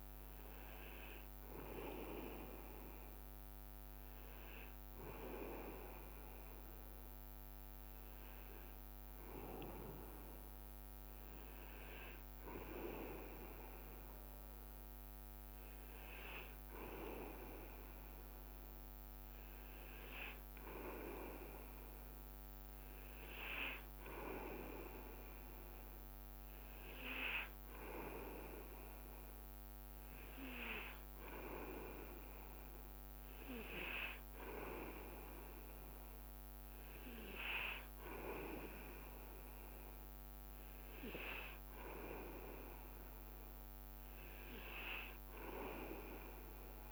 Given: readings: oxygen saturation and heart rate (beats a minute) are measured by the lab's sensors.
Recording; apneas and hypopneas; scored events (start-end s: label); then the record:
breathing in sleep by a microphone on the trachea; none
0.00-3.50 s: oxygen desaturation (device-marked, oxygen 94% lowest, heart rate 63 extreme)
From the record:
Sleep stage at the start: N2 (light sleep); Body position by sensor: on the back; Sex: male